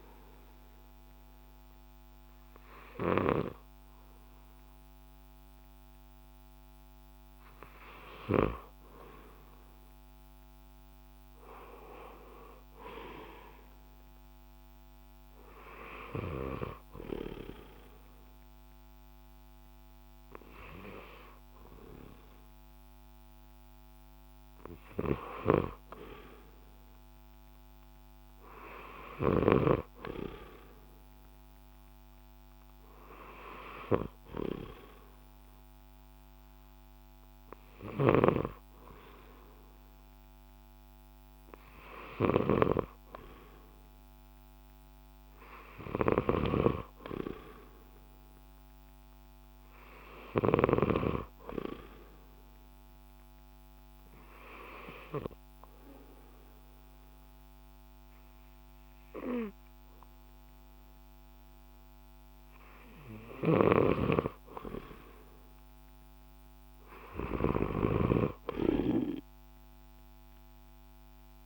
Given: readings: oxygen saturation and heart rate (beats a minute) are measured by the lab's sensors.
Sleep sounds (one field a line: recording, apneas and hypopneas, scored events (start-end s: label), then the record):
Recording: breathing in sleep by a microphone on the trachea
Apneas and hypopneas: 2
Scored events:
0.00-1.50 s: oxygen desaturation (device-marked, oxygen 87% lowest, heart rate 62 extreme)
12.50-20.50 s: oxygen desaturation (device-marked, oxygen 93% before, 90% lowest, heart rate 66 before, 64 extreme)
14.50-26.00 s: hypopnea (oxygen 93% before, 87% lowest, heart rate 67 before, 64 extreme, up 6 after)
28.50-32.00 s: arousal
28.50-38.50 s: oxygen desaturation (device-marked, oxygen 94% before, 90% lowest, heart rate 68 before, 64 extreme)
38.00-51.00 s: snoring (device-marked)
40.50-49.50 s: oxygen desaturation (device-marked, oxygen 94% before, 90% lowest, heart rate 66 before, 65 extreme)
53.00-64.00 s: obstructive apnea (oxygen 94% before, 87% lowest, heart rate 66 before, 65 extreme, up 4 after)
56.50-69.50 s: oxygen desaturation (device-marked, oxygen 92% before, 89% lowest, heart rate 67 before, 65 extreme)
63.50-68.00 s: snoring (device-marked)
69.50-71.46 s: drop in pulse transit time (device-marked, heart rate 67 before, 68 extreme)
70.00-71.46 s: arousal
From the record:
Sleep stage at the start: N2 (light sleep)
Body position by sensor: on the left side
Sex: male